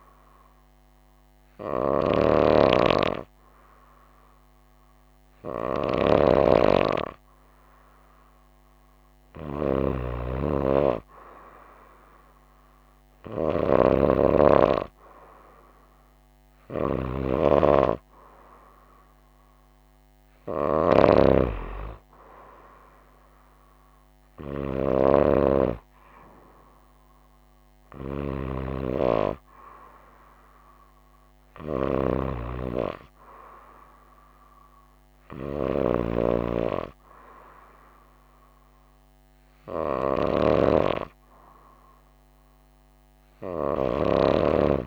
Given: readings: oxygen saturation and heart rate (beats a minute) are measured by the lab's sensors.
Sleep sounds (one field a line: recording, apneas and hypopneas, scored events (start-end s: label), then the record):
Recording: breathing in sleep by a microphone on the trachea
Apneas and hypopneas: none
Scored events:
none scored
From the record:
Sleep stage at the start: N2 (light sleep)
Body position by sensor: on the right side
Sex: female